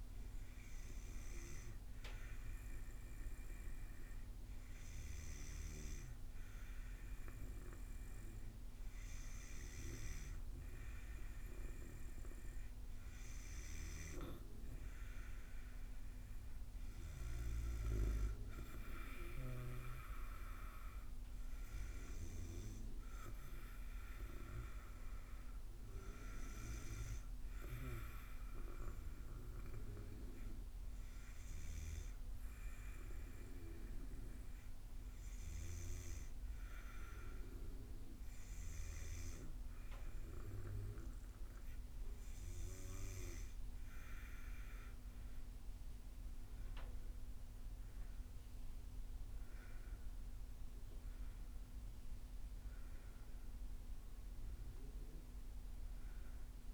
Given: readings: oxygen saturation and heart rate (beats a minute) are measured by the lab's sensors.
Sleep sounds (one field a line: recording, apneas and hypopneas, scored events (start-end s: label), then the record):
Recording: breathing in sleep by a room microphone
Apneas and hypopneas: 1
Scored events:
29.50-44.00 s: hypopnea (oxygen 95% before, 94% lowest, heart rate 66 before, 64 extreme, up 10 after)
From the record:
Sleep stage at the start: N2 (light sleep)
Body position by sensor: on the back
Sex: female